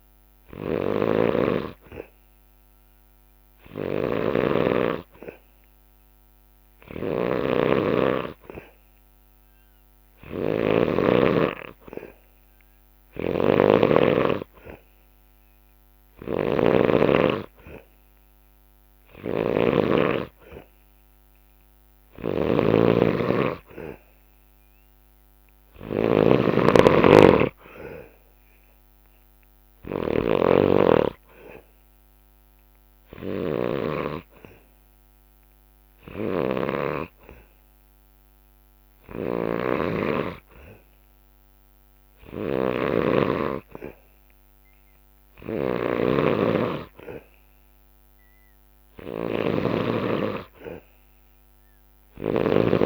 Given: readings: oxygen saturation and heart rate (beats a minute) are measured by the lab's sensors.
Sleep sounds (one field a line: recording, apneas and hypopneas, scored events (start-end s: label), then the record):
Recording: breathing in sleep by a microphone on the trachea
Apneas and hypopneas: none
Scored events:
0.00-43.00 s: snoring (device-marked)
28.50-38.50 s: drop in pulse transit time (device-marked, heart rate 66 before, 64 extreme)
45.00-52.86 s: snoring (device-marked)
From the record:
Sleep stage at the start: N2 (light sleep)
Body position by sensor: on the back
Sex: male